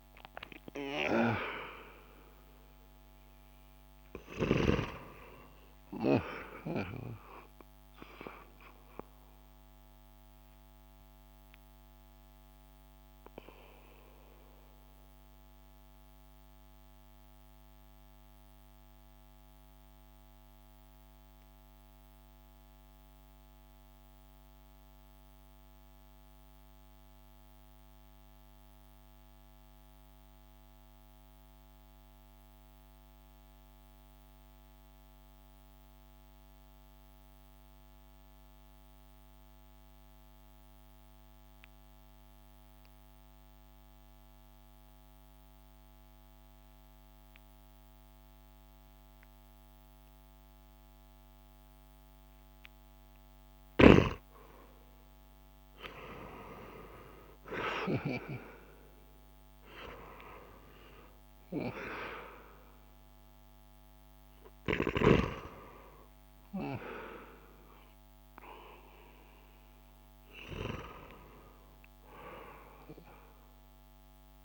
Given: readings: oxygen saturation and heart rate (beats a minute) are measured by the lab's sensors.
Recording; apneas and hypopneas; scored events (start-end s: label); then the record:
breathing in sleep by a microphone on the trachea; 1
0.00-5.00 s: oxygen desaturation (device-marked, oxygen 91% lowest)
6.50-51.00 s: obstructive apnea (oxygen 97% before, 89% lowest)
46.00-74.45 s: oxygen desaturation (device-marked, oxygen 98% before, 89% lowest)
54.00-59.00 s: arousal
From the record:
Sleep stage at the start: N2 (light sleep); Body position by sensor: on the back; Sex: male